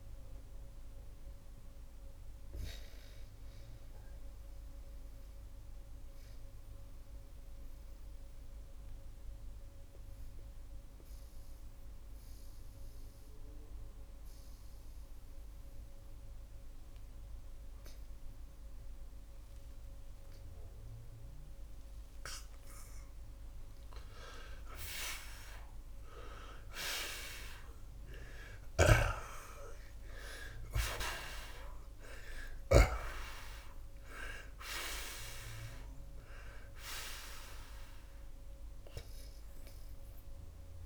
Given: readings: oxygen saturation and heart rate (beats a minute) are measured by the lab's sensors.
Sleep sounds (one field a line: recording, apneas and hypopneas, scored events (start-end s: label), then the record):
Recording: breathing in sleep by a room microphone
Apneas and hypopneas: 1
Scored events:
0.00-27.00 s: oxygen desaturation (device-marked, oxygen 75% lowest)
2.00-23.00 s: mixed apnea (oxygen 94% before, 75% lowest)
25.50-30.50 s: arousal
37.00-40.85 s: oxygen desaturation (device-marked, oxygen 93% before, 79% lowest)
From the record:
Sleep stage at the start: N2 (light sleep)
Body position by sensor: on the back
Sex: male